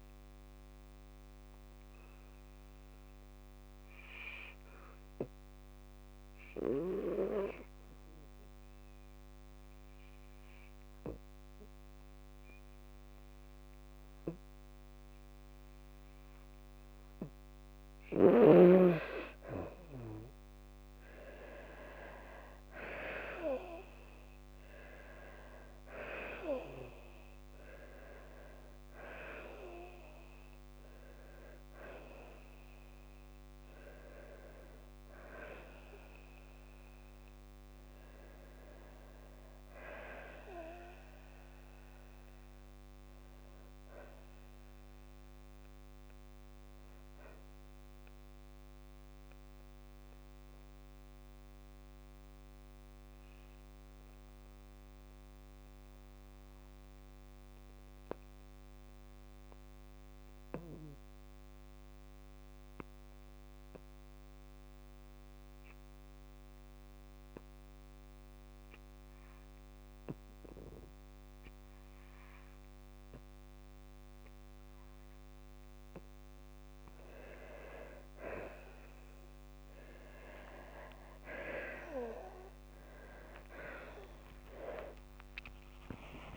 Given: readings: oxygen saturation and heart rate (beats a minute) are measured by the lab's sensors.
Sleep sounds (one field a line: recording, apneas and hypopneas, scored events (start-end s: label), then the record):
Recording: breathing in sleep by a microphone on the trachea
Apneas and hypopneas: 2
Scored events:
0.50-16.50 s: hypopnea (oxygen 97% before, 92% lowest, heart rate 58 before, 57 extreme, up 4 after)
19.50-23.50 s: arousal
48.00-75.00 s: obstructive apnea (oxygen 96% before, 92% lowest, heart rate 62 before, 55 extreme, up 6 after)
49.50-65.50 s: oxygen desaturation (device-marked, oxygen 95% before, 92% lowest, heart rate 62 before, 55 extreme)
80.50-86.36 s: arousal
85.00-86.36 s: long interval between heartbeats (device-marked, heart rate 57 before, 69 extreme)
From the record:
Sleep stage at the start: N2 (light sleep)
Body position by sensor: on the back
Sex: female